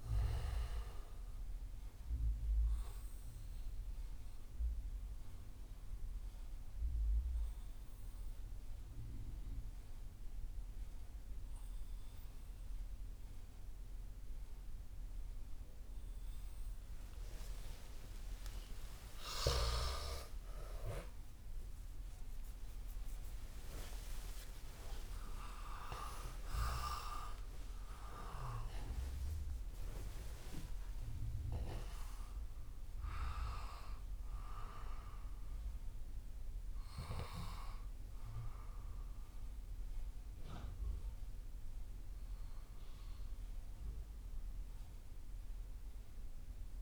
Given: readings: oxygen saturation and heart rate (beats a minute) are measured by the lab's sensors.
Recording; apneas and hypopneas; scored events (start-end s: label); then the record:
breathing in sleep by a room microphone; 1
0.00-17.00 s: oxygen desaturation (device-marked, oxygen 91% lowest)
3.00-17.50 s: hypopnea (oxygen 97% before, 91% lowest)
18.00-22.50 s: arousal
From the record:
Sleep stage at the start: REM sleep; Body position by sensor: on the left side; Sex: male